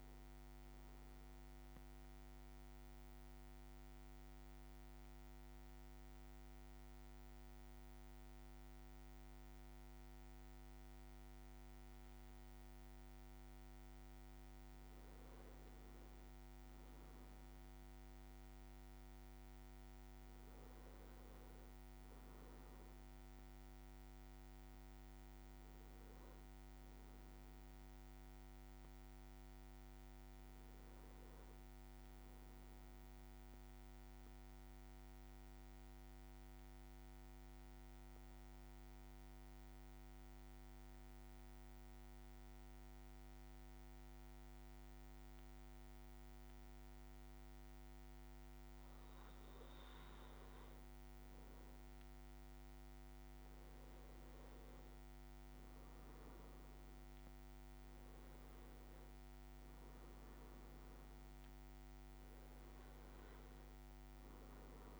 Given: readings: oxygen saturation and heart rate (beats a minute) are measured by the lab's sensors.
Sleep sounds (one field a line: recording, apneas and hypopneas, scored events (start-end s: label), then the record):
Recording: breathing in sleep, hard to hear, by a microphone on the trachea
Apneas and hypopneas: 2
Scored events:
0.00-5.50 s: oxygen desaturation (device-marked, oxygen 95% lowest, heart rate 54 extreme)
1.00-13.50 s: central apnea (oxygen 99% before, 94% lowest, heart rate 56 before, 54 extreme, up 2 after)
14.50-21.50 s: arousal
37.50-48.50 s: obstructive apnea (oxygen 98% before, 94% lowest, heart rate 56 before, 53 extreme, up 4 after)
50.50-56.50 s: arousal
58.50-65.00 s: oxygen desaturation (device-marked, oxygen 98% before, 94% lowest, heart rate 54 before, 50 extreme)
From the record:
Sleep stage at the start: N2 (light sleep)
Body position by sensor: on the back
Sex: male